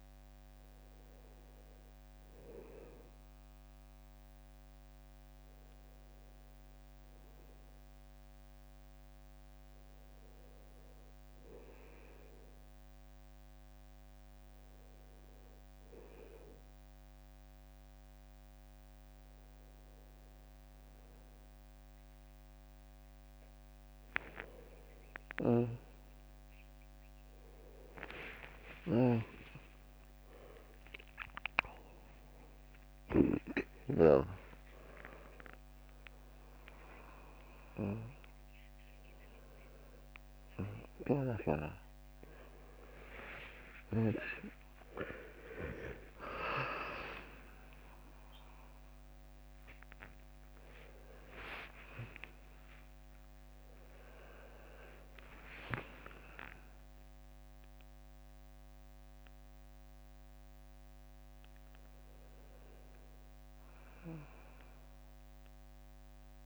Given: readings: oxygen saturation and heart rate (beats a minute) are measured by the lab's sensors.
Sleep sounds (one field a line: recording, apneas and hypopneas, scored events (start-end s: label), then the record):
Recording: a person awake in a sleep study, by a microphone on the trachea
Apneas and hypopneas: none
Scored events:
25.00-34.00 s: snoring (device-marked)
29.00-41.00 s: drop in pulse transit time (device-marked, heart rate 71 before, 74 extreme)
32.00-66.45 s: new sleep stage, awake
From the record:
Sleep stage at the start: N2 (light sleep)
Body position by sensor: on the right side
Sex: male